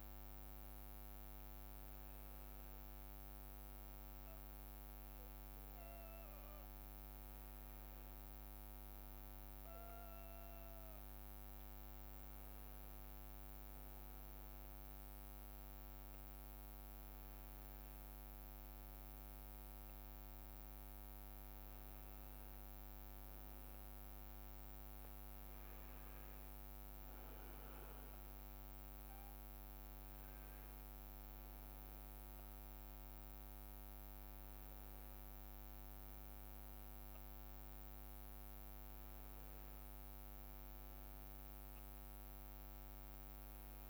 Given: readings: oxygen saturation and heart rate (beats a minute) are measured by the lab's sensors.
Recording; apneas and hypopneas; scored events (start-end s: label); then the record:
breathing in sleep, hard to hear, by a microphone on the trachea; none
11.50-13.50 s: leg movement (device-marked)
From the record:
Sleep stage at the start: N1 (lightest sleep); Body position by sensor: on the back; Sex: male